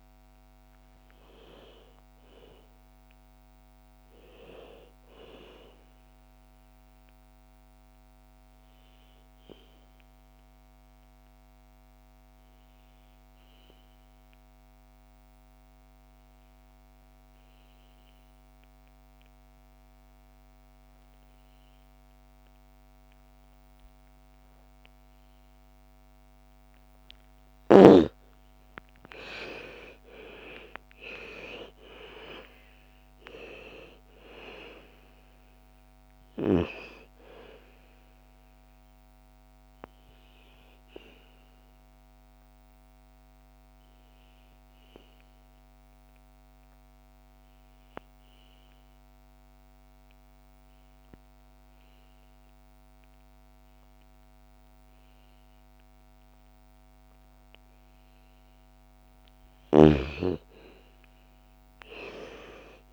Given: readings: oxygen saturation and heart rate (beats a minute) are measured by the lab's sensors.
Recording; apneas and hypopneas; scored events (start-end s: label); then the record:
breathing in sleep by a microphone on the trachea; 2
0.00-7.50 s: oxygen desaturation (device-marked, oxygen 78% lowest, heart rate 55 extreme)
5.50-26.50 s: obstructive apnea (oxygen 96% before, 80% lowest, heart rate 64 before, 55 extreme, up 12 after)
27.50-32.50 s: arousal
30.50-49.50 s: oxygen desaturation (device-marked, oxygen 98% before, 83% lowest, heart rate 57 before, 55 extreme)
38.50-58.00 s: obstructive apnea (oxygen 99% before, 82% lowest, heart rate 61 before, 55 extreme, up 11 after)
59.00-62.93 s: arousal
61.50-62.93 s: oxygen desaturation (device-marked, oxygen 99% before, 87% lowest, heart rate 58 before, 53 extreme)
From the record:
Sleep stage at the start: N2 (light sleep); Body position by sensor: on the back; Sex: female